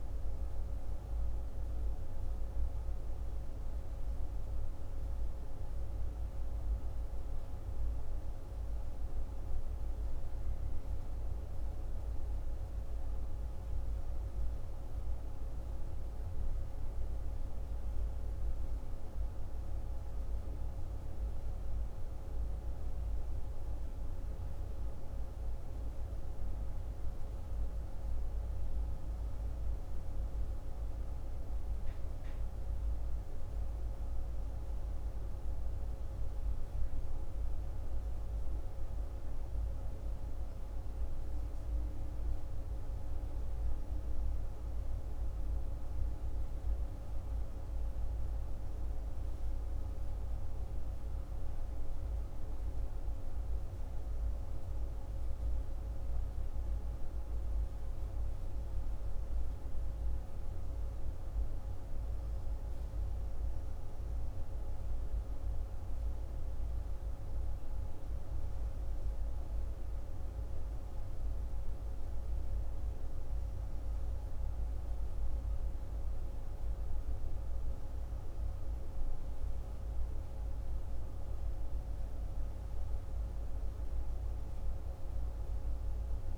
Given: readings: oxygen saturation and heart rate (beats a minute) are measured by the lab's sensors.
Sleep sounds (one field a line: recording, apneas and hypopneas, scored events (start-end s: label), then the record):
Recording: breathing in sleep, hard to hear, by a room microphone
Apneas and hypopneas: none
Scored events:
none scored
From the record:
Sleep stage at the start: N1 (lightest sleep)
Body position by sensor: on the left side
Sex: male